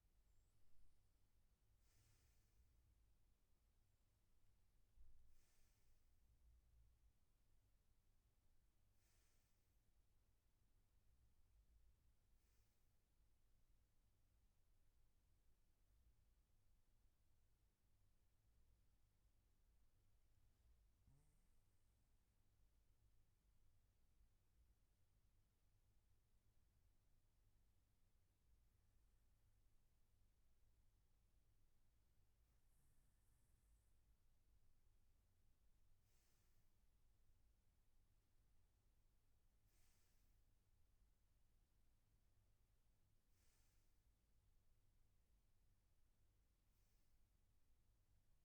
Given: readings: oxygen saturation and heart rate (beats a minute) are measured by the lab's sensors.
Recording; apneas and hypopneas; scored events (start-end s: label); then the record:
breathing in sleep, hard to hear, by a room microphone; 1
17.00-29.50 s: obstructive apnea (oxygen 95% before, 93% lowest, heart rate 70 before, 63 extreme, up 0 after)
From the record:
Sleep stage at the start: N1 (lightest sleep); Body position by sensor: on the right side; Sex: male